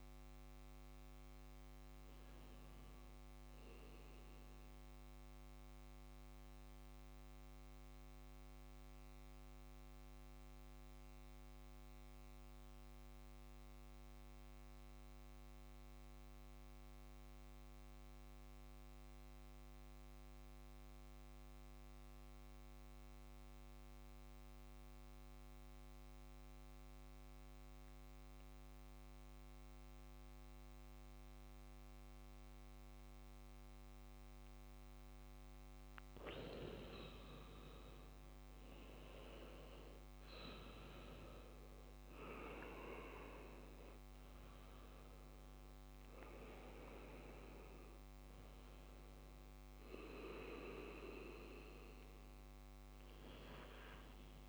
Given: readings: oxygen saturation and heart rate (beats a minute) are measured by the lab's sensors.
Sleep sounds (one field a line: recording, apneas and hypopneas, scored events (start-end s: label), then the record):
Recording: breathing in sleep by a microphone on the trachea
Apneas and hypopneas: 1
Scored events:
4.00-36.00 s: mixed apnea (oxygen 97% before, 93% lowest, heart rate 60 before, 58 extreme)
34.00-53.00 s: oxygen desaturation (device-marked, oxygen 98% before, 93% lowest, heart rate 65 before, 58 extreme)
37.50-41.50 s: arousal
From the record:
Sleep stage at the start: N2 (light sleep)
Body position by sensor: on the back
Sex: male